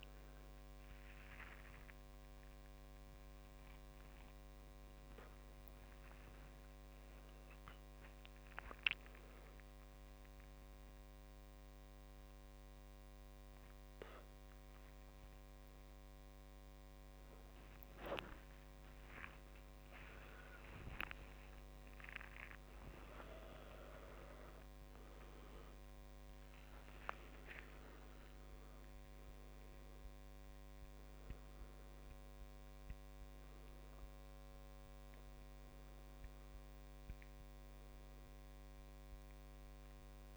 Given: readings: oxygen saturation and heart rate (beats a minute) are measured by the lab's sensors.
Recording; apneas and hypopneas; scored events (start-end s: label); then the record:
a person awake in a sleep study, by a microphone on the trachea; none
0.50-19.50 s: tachycardia (device-marked, heart rate 57 before, 187 extreme)
4.00-6.00 s: long interval between heartbeats (device-marked, heart rate 134 before, 109 extreme)
5.50-14.50 s: oxygen desaturation (device-marked, oxygen 98% before, 95% lowest, heart rate 131 before, 63 extreme)
6.00-8.00 s: long interval between heartbeats (device-marked, heart rate 131 before, 158 extreme)
10.50-12.50 s: drop in pulse transit time (device-marked, heart rate 132 before, 138 extreme)
11.00-13.00 s: long interval between heartbeats (device-marked, heart rate 132 before, 138 extreme)
17.00-19.00 s: long interval between heartbeats (device-marked, heart rate 133 before, 175 extreme)
19.50-21.50 s: long interval between heartbeats (device-marked, heart rate 140 before, 151 extreme)
23.50-31.50 s: drop in pulse transit time (device-marked, heart rate 152 before, 63 extreme)
24.50-26.50 s: long interval between heartbeats (device-marked, heart rate 151 before, 63 extreme)
30.50-32.50 s: long interval between heartbeats (device-marked, heart rate 130 before, 80 extreme)
39.00-40.37 s: long interval between heartbeats (device-marked, heart rate 99 before, 80 extreme)
From the record:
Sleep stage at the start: awake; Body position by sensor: on the front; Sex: male